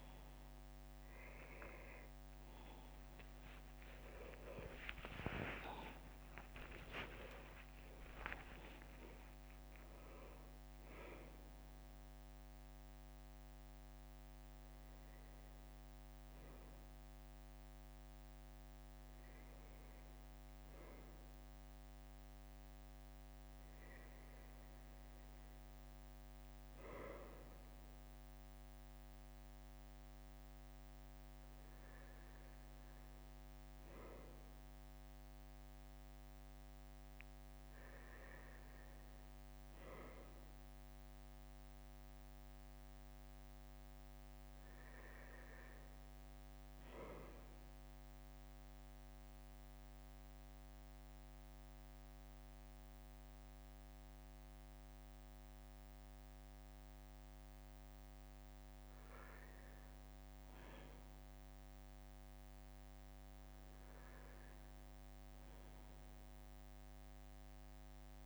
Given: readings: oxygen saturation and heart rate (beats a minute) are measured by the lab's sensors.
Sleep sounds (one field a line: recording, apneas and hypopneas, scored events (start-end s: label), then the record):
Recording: a person awake in a sleep study, by a microphone on the trachea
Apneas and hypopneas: none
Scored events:
3.00-5.00 s: long interval between heartbeats (device-marked, heart rate 64 before, 75 extreme)
5.00-7.00 s: long interval between heartbeats (device-marked, heart rate 65 before, 85 extreme)
9.00-10.50 s: leg movement (device-marked)
27.50-29.50 s: bradycardia (device-marked, heart rate 62 before, 60 extreme)
From the record:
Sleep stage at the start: awake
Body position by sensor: on the back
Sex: male